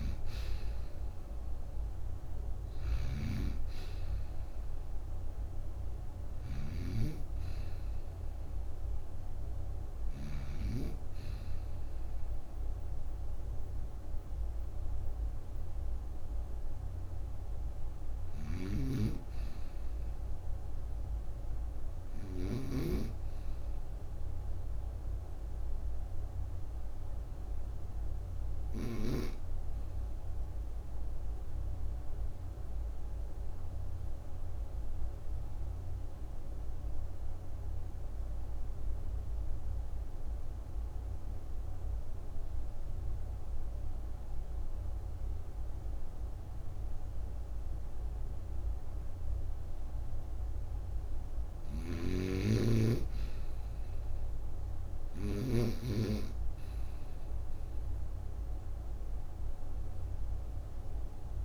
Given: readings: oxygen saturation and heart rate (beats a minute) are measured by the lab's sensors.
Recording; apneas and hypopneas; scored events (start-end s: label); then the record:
breathing in sleep by a room microphone; 1
0.00-9.00 s: oxygen desaturation (device-marked, oxygen 87% lowest)
0.00-10.50 s: snoring (device-marked)
18.00-22.50 s: snoring (device-marked)
19.00-34.00 s: oxygen desaturation (device-marked, oxygen 88% before, 81% lowest, heart rate 38 before, 49 extreme)
25.50-49.50 s: obstructive apnea (oxygen 88% before, 81% lowest, heart rate 41 before, 47 extreme, up 15 after)
51.50-55.50 s: snoring (device-marked)
51.50-56.00 s: arousal
54.00-61.44 s: oxygen desaturation (device-marked, oxygen 97% before, 81% lowest, heart rate 56 before, 26 extreme)
From the record:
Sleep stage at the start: N2 (light sleep); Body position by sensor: on the right side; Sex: female